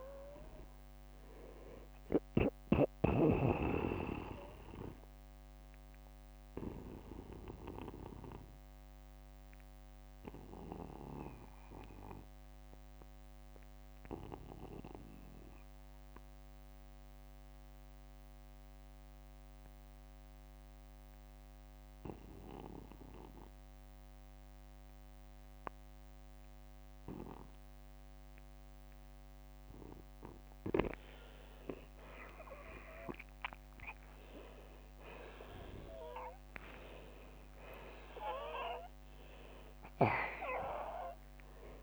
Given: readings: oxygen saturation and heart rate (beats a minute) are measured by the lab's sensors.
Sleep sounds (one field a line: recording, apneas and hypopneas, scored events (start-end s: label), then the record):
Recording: breathing in sleep by a microphone on the trachea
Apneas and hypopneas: 1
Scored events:
0.00-27.50 s: oxygen desaturation (device-marked, oxygen 80% lowest, heart rate 49 extreme)
1.50-3.50 s: long interval between heartbeats (device-marked, heart rate 61 before, 60 extreme)
5.50-29.50 s: obstructive apnea (oxygen 95% before, 80% lowest, heart rate 65 before, 49 extreme, up 16 after)
26.00-28.00 s: long interval between heartbeats (device-marked, heart rate 56 before, 53 extreme)
31.00-35.50 s: arousal
From the record:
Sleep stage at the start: N2 (light sleep)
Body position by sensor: on the back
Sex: male